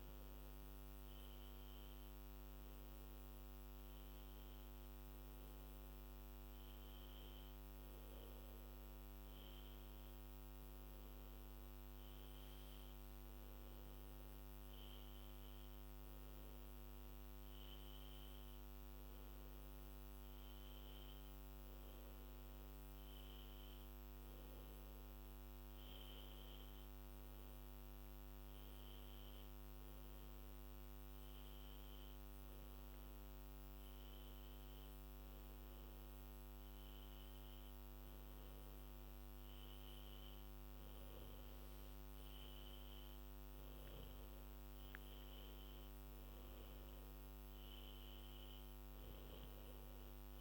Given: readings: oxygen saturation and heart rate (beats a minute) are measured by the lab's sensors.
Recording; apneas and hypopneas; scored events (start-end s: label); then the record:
breathing in sleep, hard to hear, by a microphone on the trachea; none
none scored
From the record:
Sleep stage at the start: N1 (lightest sleep); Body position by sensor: on the back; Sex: female